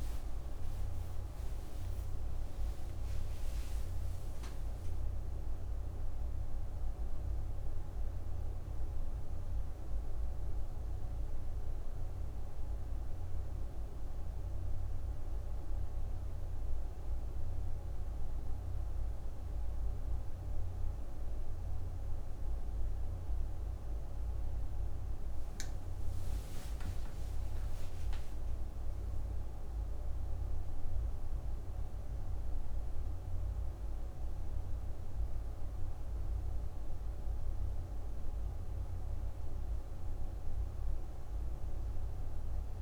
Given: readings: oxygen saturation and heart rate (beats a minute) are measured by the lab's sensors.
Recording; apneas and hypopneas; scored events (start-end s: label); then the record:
a person awake in a sleep study, hard to hear, by a room microphone; none
0.00-17.50 s: oxygen desaturation (device-marked, oxygen 86% lowest)
From the record:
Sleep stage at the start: awake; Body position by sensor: on the right side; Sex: female